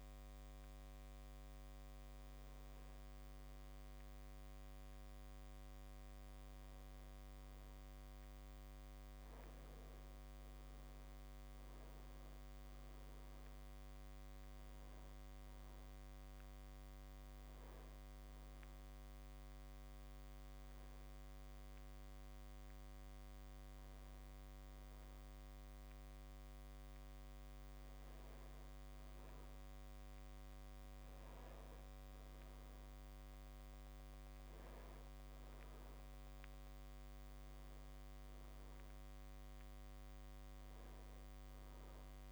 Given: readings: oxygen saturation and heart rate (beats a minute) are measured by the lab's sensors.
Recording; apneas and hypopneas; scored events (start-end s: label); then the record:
a person awake in a sleep study, hard to hear, by a microphone on the trachea; none
none scored
From the record:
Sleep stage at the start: awake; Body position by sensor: on the back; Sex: male